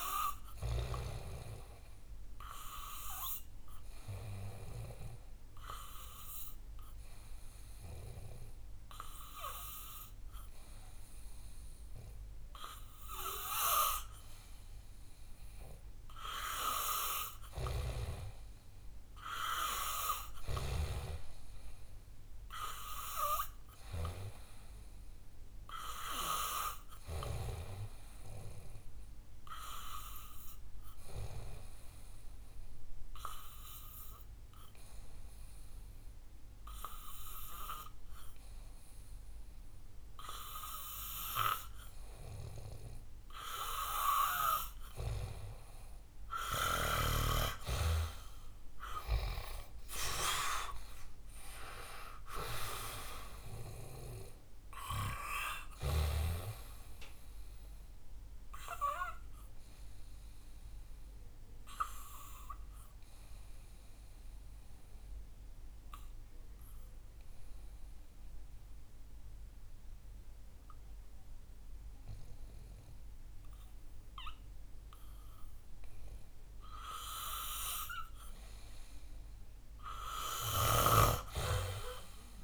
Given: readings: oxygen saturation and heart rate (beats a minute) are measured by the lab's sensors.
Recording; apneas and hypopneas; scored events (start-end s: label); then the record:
breathing in sleep by a room microphone; 3
0.00-20.00 s: oxygen desaturation (device-marked, oxygen 90% lowest, heart rate 64 extreme)
7.00-17.50 s: obstructive apnea (oxygen 98% before, 89% lowest, heart rate 68 before, 64 extreme, up 4 after)
19.50-23.50 s: arousal
27.50-45.50 s: obstructive apnea (oxygen 95% before, 89% lowest, heart rate 68 before, 64 extreme, up 10 after)
29.00-40.00 s: oxygen desaturation (device-marked, oxygen 95% before, 91% lowest, heart rate 67 before, 64 extreme)
46.50-49.50 s: arousal
50.00-73.00 s: oxygen desaturation (device-marked, oxygen 94% before, 89% lowest, heart rate 68 before, 64 extreme)
58.50-77.00 s: obstructive apnea (oxygen 94% before, 89% lowest, heart rate 72 before, 64 extreme, up 3 after)
79.00-82.43 s: arousal
From the record:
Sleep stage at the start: N2 (light sleep); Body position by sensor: on the back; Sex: male